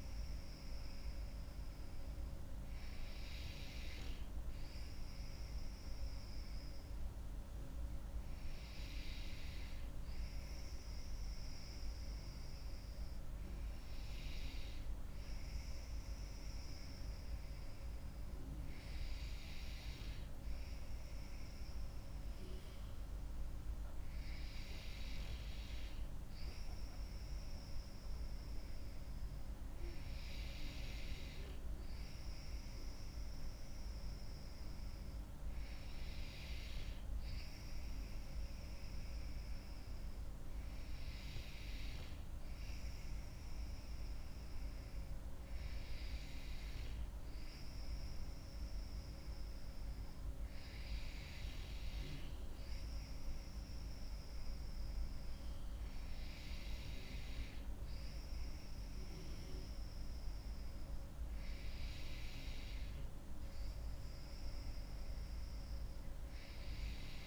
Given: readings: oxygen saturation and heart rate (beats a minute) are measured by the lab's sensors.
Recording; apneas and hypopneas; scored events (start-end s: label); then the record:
breathing in sleep, hard to hear, by a room microphone; none
none scored
From the record:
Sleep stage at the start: N2 (light sleep); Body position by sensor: on the back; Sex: female